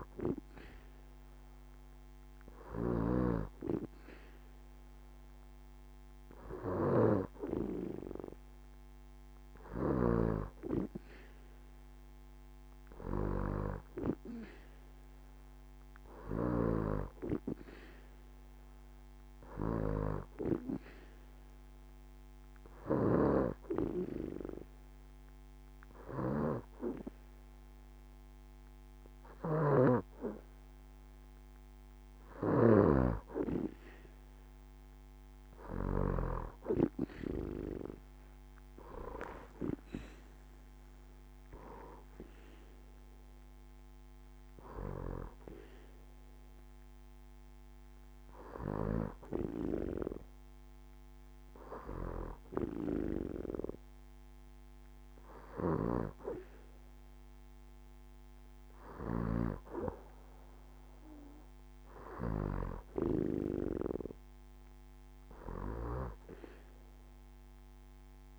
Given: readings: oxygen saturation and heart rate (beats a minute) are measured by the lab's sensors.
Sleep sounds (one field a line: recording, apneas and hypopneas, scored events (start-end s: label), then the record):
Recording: breathing in sleep by a microphone on the trachea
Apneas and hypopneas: none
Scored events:
none scored
From the record:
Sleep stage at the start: N2 (light sleep)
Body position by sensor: on the back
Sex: female